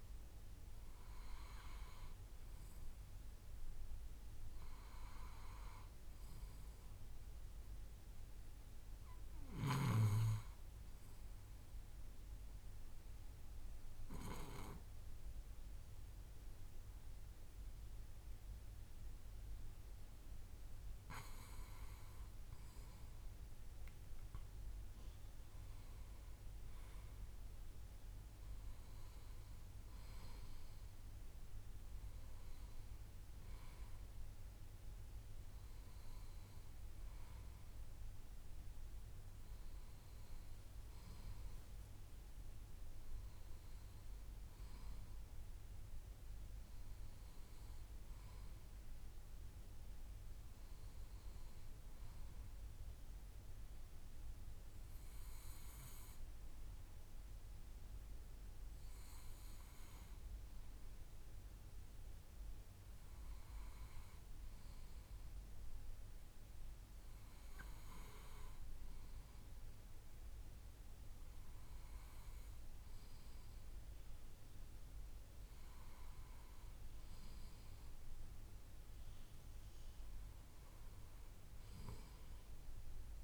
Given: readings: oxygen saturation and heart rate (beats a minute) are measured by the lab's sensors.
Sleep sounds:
breathing in sleep by a room microphone; 1
0.00-2.00 s: oxygen desaturation (device-marked, oxygen 92% lowest, heart rate 56 extreme)
4.00-7.50 s: arousal
10.50-21.50 s: obstructive apnea (oxygen 95% before, 93% lowest, heart rate 58 before, 56 extreme, up 6 after)
23.50-27.00 s: arousal
From the record:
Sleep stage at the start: N2 (light sleep); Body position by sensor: on the left side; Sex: male

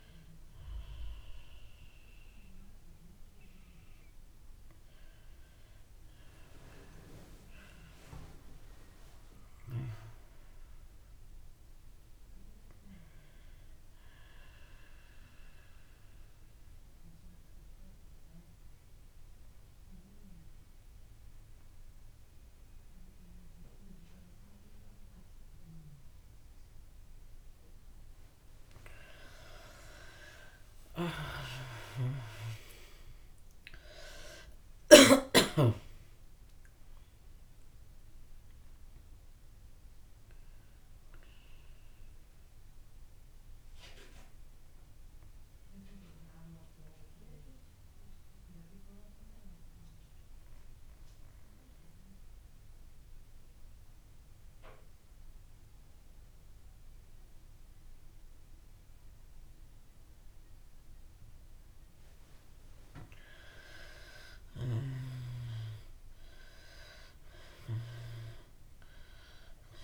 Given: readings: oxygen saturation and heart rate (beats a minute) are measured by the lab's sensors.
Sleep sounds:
a person partly awake in a sleep study, by a room microphone; 2
5.50-35.50 s: new sleep stage, N1 (lightest sleep)
15.00-29.00 s: mixed apnea (oxygen 98% before, 79% lowest)
29.50-57.50 s: oxygen desaturation (device-marked, oxygen 95% before, 82% lowest)
30.50-34.00 s: arousal
35.50-69.84 s: new sleep stage, N2 (light sleep)
44.00-62.50 s: mixed apnea (oxygen 96% before, 79% lowest)
64.50-69.84 s: oxygen desaturation (device-marked, oxygen 98% before, 79% lowest)
65.00-68.50 s: arousal
From the record:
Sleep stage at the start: awake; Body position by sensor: on the back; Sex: female

